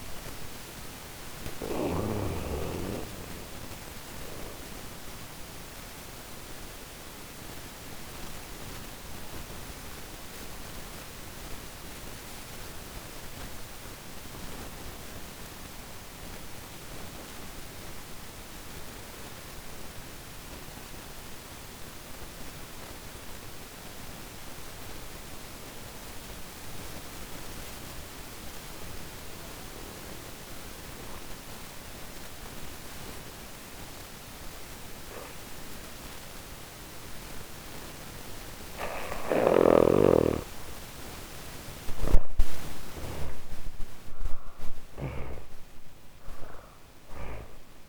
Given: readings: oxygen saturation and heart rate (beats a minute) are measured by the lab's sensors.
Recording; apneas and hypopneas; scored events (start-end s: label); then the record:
breathing in sleep by a microphone on the trachea; 1
0.00-13.00 s: oxygen desaturation (device-marked, oxygen 86% lowest, heart rate 39 extreme)
1.00-39.50 s: hypopnea (oxygen 98% before, 86% lowest, heart rate 64 before, 39 extreme)
32.00-47.89 s: oxygen desaturation (device-marked, oxygen 98% before, 87% lowest, heart rate 46 before, 38 extreme)
40.00-44.00 s: arousal
40.00-47.89 s: snoring (device-marked)
From the record:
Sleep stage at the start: N2 (light sleep); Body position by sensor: on the back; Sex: female